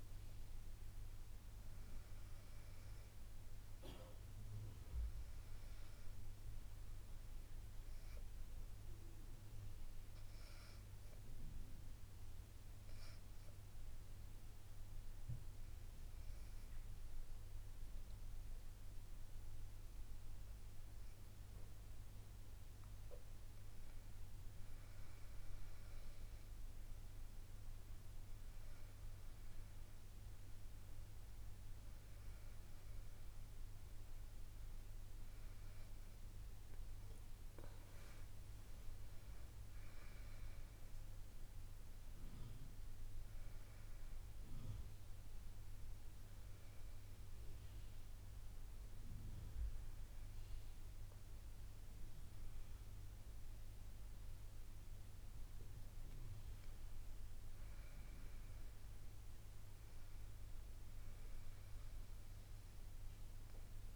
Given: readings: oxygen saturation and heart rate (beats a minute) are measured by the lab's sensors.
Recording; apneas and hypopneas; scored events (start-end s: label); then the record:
breathing in sleep, hard to hear, by a room microphone; 1
11.00-22.00 s: hypopnea (oxygen 97% before, 96% lowest, heart rate 66 before, 67 extreme, up 3 after)
27.50-32.00 s: arousal
From the record:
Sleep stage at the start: N2 (light sleep); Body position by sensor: on the back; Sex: female